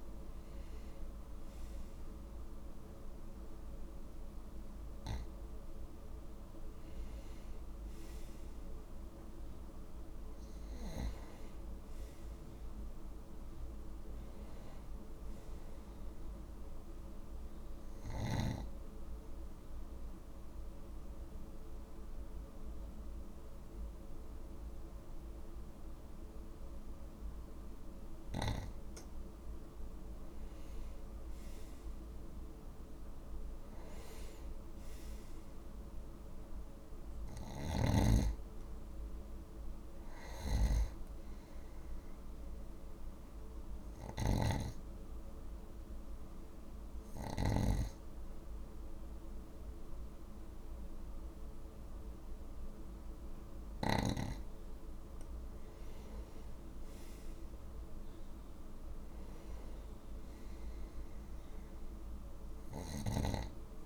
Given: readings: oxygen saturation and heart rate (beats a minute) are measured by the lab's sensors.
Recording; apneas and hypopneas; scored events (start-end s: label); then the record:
breathing in sleep by a room microphone; 2
18.50-28.50 s: obstructive apnea (oxygen 98% before, 94% lowest, heart rate 55 before, 51 extreme, up 5 after)
30.50-34.50 s: arousal
37.00-47.50 s: snoring (device-marked)
44.50-56.00 s: hypopnea (oxygen 96% before, 93% lowest, heart rate 54 before, 52 extreme, up 5 after)
58.00-61.50 s: arousal
62.50-63.86 s: snoring (device-marked)
From the record:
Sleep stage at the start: N2 (light sleep); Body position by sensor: on the right side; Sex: male